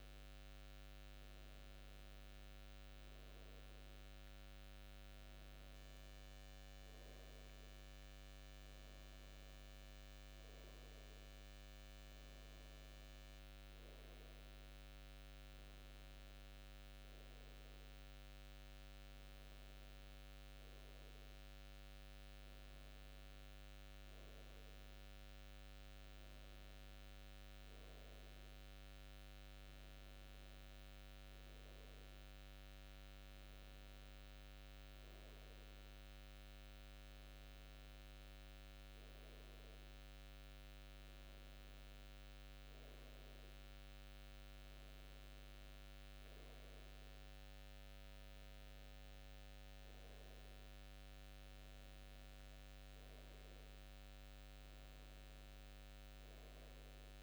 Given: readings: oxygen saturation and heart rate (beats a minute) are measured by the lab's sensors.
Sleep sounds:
breathing in sleep, hard to hear, by a microphone on the trachea; none
none scored
From the record:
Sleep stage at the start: N2 (light sleep); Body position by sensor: on the back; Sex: male

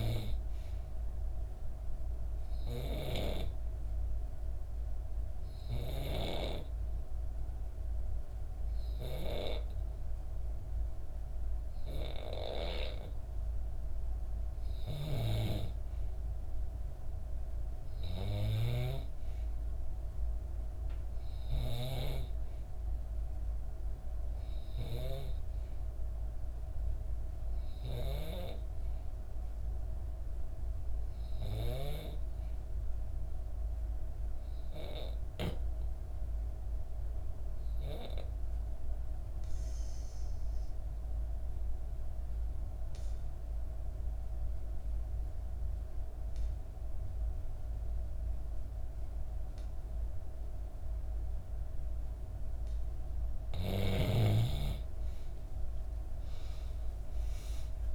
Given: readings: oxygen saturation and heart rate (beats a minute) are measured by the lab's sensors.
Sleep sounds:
breathing in sleep by a room microphone; 2
2.00-14.00 s: hypopnea (oxygen 96% before, 86% lowest, heart rate 63 before, 61 extreme, up 2 after)
14.50-21.50 s: snoring (device-marked)
15.50-18.50 s: arousal
38.00-53.00 s: obstructive apnea (oxygen 95% before, 86% lowest, heart rate 62 before, 60 extreme, up 7 after)
52.50-57.95 s: oxygen desaturation (device-marked, oxygen 95% before, 86% lowest, heart rate 62 before, 60 extreme)
54.50-57.95 s: arousal
From the record:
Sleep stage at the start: N2 (light sleep); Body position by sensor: on the back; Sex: female

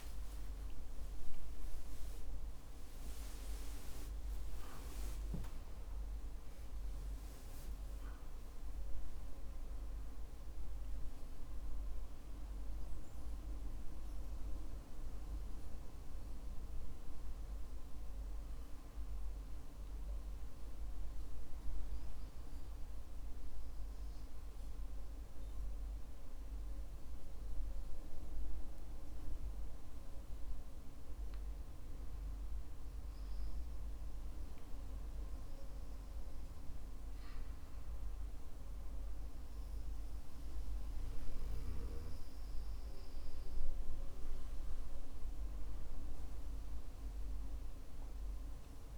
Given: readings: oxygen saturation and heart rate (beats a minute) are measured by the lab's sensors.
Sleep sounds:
a person partly awake in a sleep study, hard to hear, by a room microphone; none
0.00-6.00 s: tachycardia (device-marked, heart rate 195 extreme)
21.00-48.98 s: new sleep stage, N2 (light sleep)
47.00-48.98 s: arousal
From the record:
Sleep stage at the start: awake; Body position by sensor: on the back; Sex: male

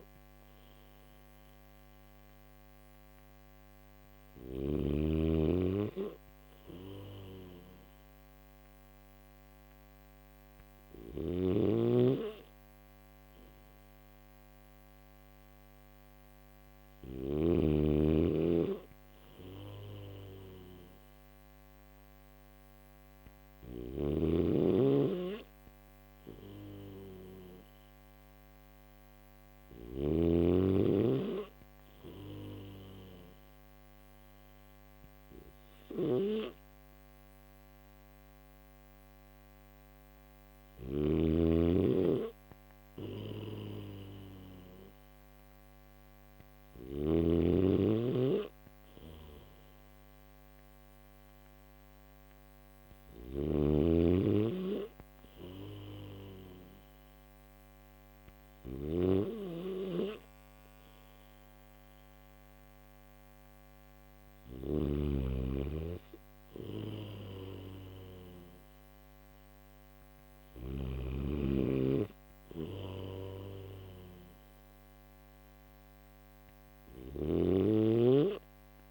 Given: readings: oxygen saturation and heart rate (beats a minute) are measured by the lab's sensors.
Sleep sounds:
breathing in sleep by a microphone on the trachea; none
0.00-4.00 s: snoring (device-marked)
10.50-17.00 s: snoring (device-marked)
23.00-46.50 s: snoring (device-marked)
52.50-70.00 s: snoring (device-marked)
76.00-78.91 s: snoring (device-marked)
From the record:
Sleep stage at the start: N1 (lightest sleep); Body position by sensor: on the back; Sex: male

